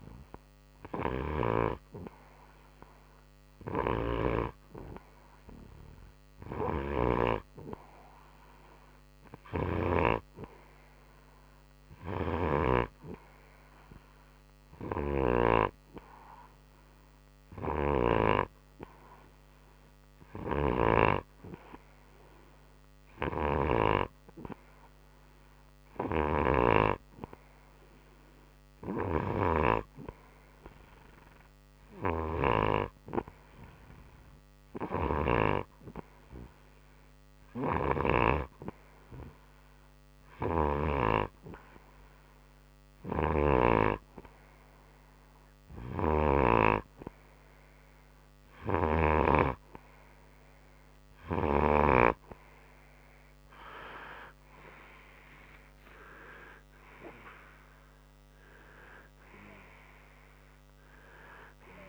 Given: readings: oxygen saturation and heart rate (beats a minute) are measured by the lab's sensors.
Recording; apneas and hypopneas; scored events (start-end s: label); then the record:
breathing in sleep by a microphone on the trachea; none
0.00-2.00 s: arousal
55.00-59.50 s: arousal
From the record:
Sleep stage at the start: N2 (light sleep); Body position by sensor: on the right side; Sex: male